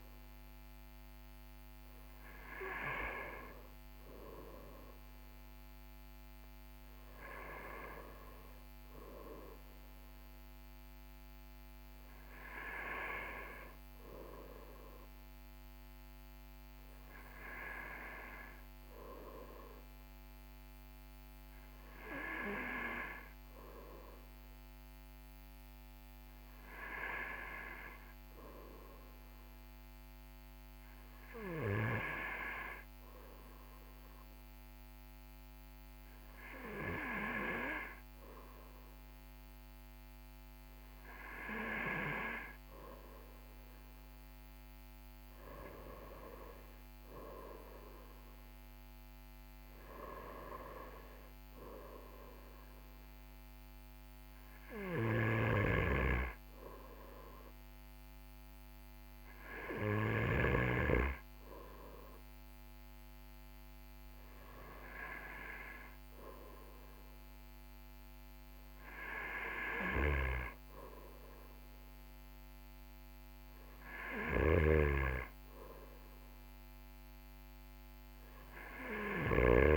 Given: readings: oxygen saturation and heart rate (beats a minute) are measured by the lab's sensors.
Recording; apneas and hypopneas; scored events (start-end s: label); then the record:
breathing in sleep by a microphone on the trachea; none
none scored
From the record:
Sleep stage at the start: N2 (light sleep); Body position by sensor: on the right side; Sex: male